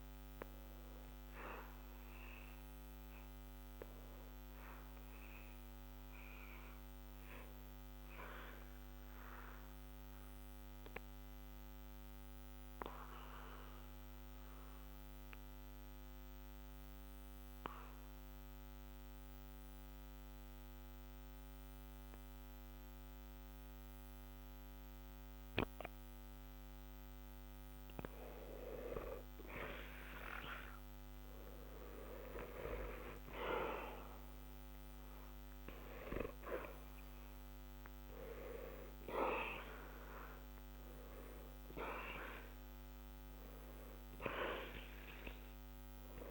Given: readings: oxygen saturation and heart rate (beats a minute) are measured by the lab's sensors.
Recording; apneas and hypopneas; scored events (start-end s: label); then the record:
breathing in sleep by a microphone on the trachea; 1
5.00-25.00 s: obstructive apnea (oxygen 93% before, 88% lowest, heart rate 60 before, 60 extreme, up 0 after)
28.00-31.50 s: arousal
From the record:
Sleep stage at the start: N2 (light sleep); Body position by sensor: on the back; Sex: male